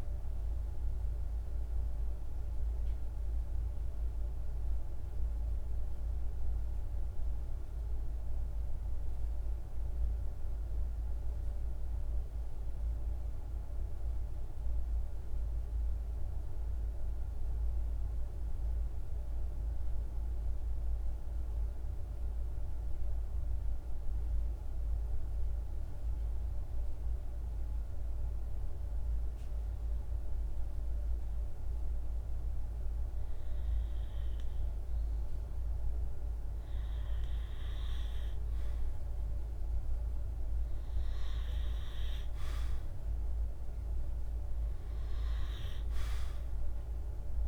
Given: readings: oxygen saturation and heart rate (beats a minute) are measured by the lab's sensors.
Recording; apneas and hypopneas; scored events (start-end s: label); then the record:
breathing in sleep, hard to hear, by a room microphone; 1
0.00-13.00 s: oxygen desaturation (device-marked, oxygen 89% lowest, heart rate 52 extreme)
7.50-25.00 s: central apnea (oxygen 96% before, 92% lowest, heart rate 55 before, 53 extreme, up 1 after)
26.50-30.50 s: arousal
30.00-47.47 s: oxygen desaturation (device-marked, oxygen 99% before, 92% lowest, heart rate 53 before, 52 extreme)
From the record:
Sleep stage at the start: N2 (light sleep); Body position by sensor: on the right side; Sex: male